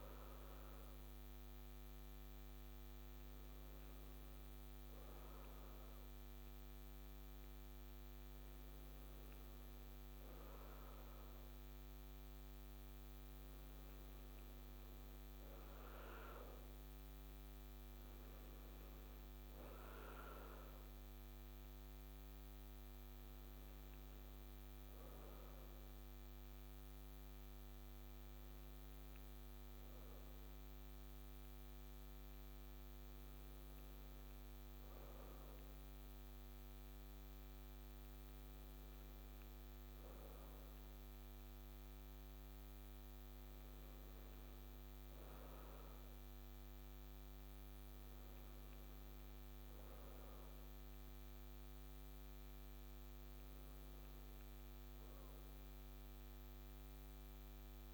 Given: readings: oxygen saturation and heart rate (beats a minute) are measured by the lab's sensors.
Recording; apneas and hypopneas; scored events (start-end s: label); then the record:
breathing in sleep, hard to hear, by a microphone on the trachea; none
none scored
From the record:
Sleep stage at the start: N2 (light sleep); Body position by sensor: on the right side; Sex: female